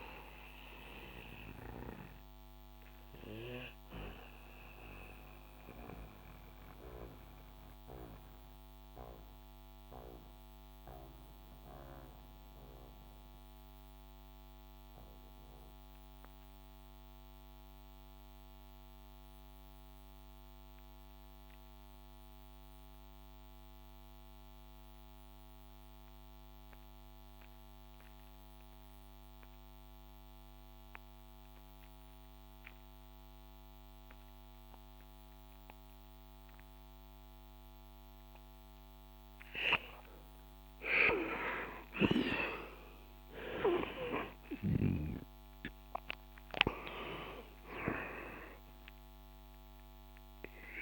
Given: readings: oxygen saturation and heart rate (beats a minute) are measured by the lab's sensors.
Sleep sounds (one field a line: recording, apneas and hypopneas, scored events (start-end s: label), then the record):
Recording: breathing in sleep by a microphone on the trachea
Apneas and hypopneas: 1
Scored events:
0.00-22.00 s: oxygen desaturation (device-marked, oxygen 79% lowest, heart rate 60 extreme)
1.50-38.50 s: mixed apnea (oxygen 99% before, 79% lowest, heart rate 68 before, 59 extreme, up 12 after)
36.00-50.82 s: oxygen desaturation (device-marked, oxygen 99% before, 82% lowest, heart rate 63 before, 56 extreme)
39.00-44.50 s: arousal
From the record:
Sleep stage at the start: REM sleep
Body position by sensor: on the back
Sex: male